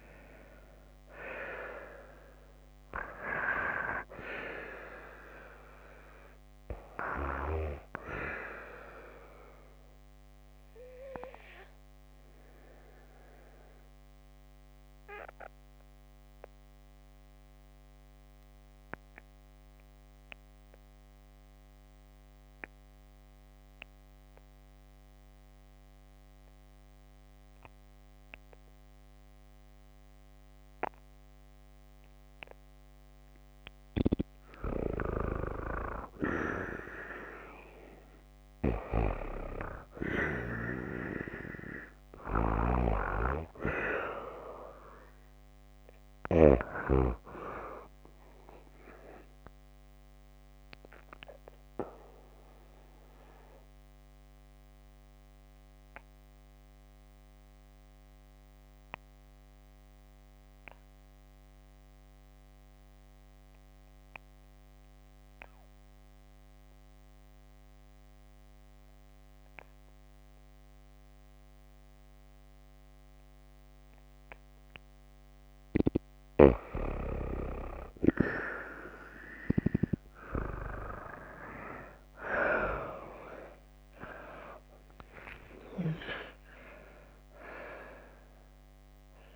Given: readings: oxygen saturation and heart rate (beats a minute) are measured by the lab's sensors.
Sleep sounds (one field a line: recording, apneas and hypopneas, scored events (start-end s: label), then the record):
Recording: breathing in sleep by a microphone on the trachea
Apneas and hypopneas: 2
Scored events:
9.50-33.50 s: obstructive apnea (oxygen 95% before, 87% lowest)
10.00-35.00 s: oxygen desaturation (device-marked, oxygen 95% before, 91% lowest)
35.50-40.00 s: arousal
49.50-74.00 s: obstructive apnea (oxygen 96% before, 87% lowest)
76.00-89.36 s: oxygen desaturation (device-marked, oxygen 96% before, 87% lowest)
80.00-85.50 s: arousal
From the record:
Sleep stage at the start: N2 (light sleep)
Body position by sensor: on the back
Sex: female